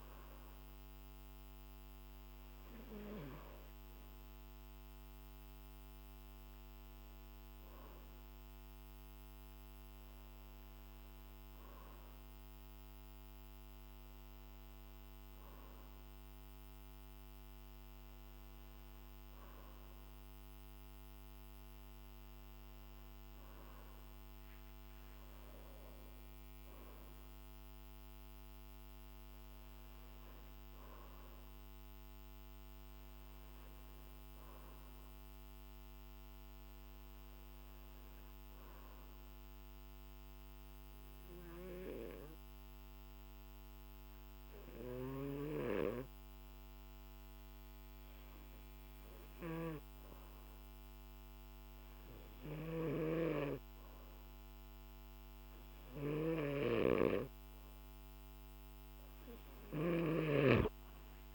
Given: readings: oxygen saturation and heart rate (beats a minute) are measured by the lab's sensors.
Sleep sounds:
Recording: breathing in sleep by a microphone on the trachea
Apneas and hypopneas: 1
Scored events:
28.50-32.00 s: arousal
35.50-56.50 s: hypopnea (oxygen 96% before, 92% lowest, heart rate 51 before, 49 extreme, up 6 after)
From the record:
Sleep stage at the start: N2 (light sleep)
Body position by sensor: on the back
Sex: male

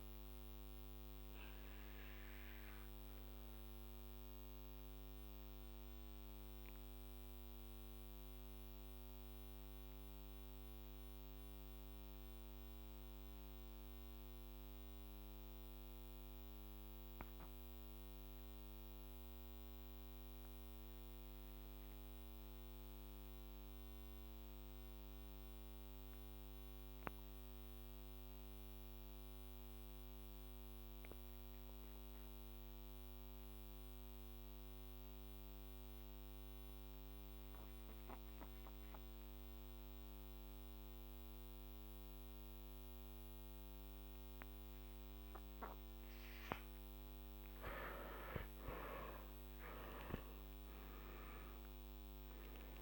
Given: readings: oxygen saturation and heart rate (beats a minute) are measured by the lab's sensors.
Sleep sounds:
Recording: breathing in sleep by a microphone on the trachea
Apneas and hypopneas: 1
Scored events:
1.50-45.50 s: mixed apnea (oxygen 99% before, 84% lowest, heart rate 51 before, 46 extreme, up 15 after)
21.00-37.00 s: oxygen desaturation (device-marked, oxygen 97% before, 88% lowest, heart rate 50 before, 46 extreme)
35.00-52.82 s: new sleep stage, N2 (light sleep)
48.00-52.82 s: arousal
From the record:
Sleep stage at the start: REM sleep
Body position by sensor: on the back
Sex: male

